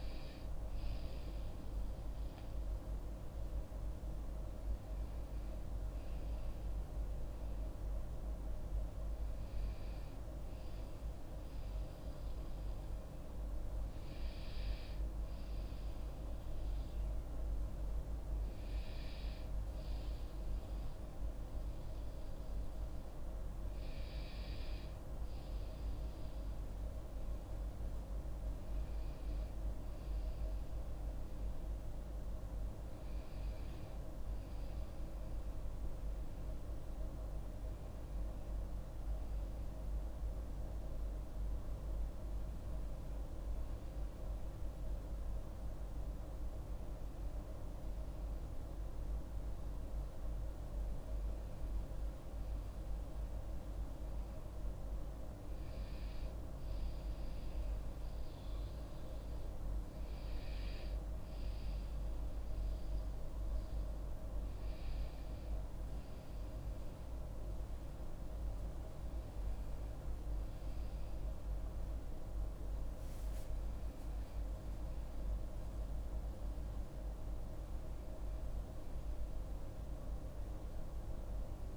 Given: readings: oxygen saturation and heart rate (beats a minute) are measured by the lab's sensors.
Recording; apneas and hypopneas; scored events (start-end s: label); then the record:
breathing in sleep, hard to hear, by a room microphone; none
none scored
From the record:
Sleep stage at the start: N2 (light sleep); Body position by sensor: on the back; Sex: female